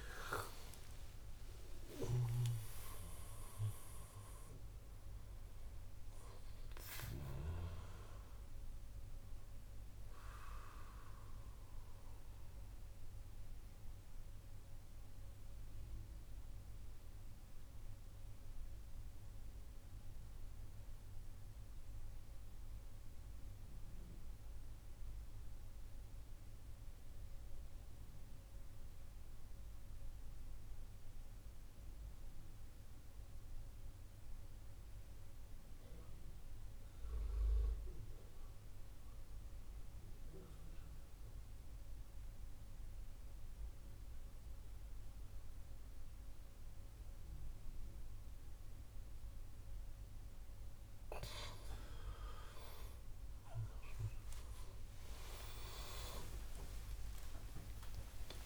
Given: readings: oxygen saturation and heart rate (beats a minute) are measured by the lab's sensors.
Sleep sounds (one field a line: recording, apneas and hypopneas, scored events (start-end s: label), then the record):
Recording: breathing in sleep by a room microphone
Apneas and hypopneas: 1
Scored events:
0.00-4.50 s: arousal
0.00-21.50 s: oxygen desaturation (device-marked, oxygen 92% lowest, heart rate 57 extreme)
11.50-50.50 s: central apnea (oxygen 99% before, 90% lowest, heart rate 67 before, 57 extreme, up 9 after)
44.50-58.46 s: oxygen desaturation (device-marked, oxygen 98% before, 90% lowest, heart rate 61 before, 57 extreme)
55.00-58.46 s: arousal
From the record:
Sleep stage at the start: N2 (light sleep)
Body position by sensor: on the right side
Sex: male